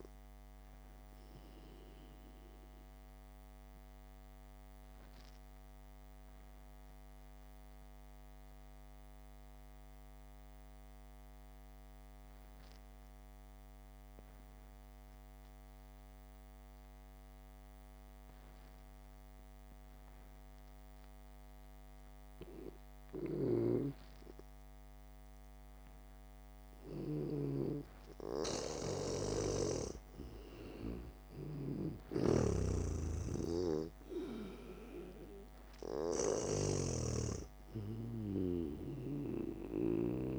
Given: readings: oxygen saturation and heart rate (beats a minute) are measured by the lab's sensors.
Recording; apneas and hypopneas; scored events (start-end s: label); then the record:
breathing in sleep by a microphone on the trachea; 1
0.00-7.50 s: oxygen desaturation (device-marked, oxygen 91% lowest, heart rate 58 extreme)
4.00-23.00 s: obstructive apnea (oxygen 97% before, 89% lowest, heart rate 60 before, 54 extreme)
16.50-22.50 s: oxygen desaturation (device-marked, oxygen 93% before, 89% lowest, heart rate 62 before, 54 extreme)
25.00-29.50 s: arousal
28.00-37.50 s: snoring (device-marked)
35.50-40.39 s: oxygen desaturation (device-marked, oxygen 98% before, 89% lowest, heart rate 61 before, 53 extreme)
From the record:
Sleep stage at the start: N2 (light sleep); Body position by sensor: on the back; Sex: male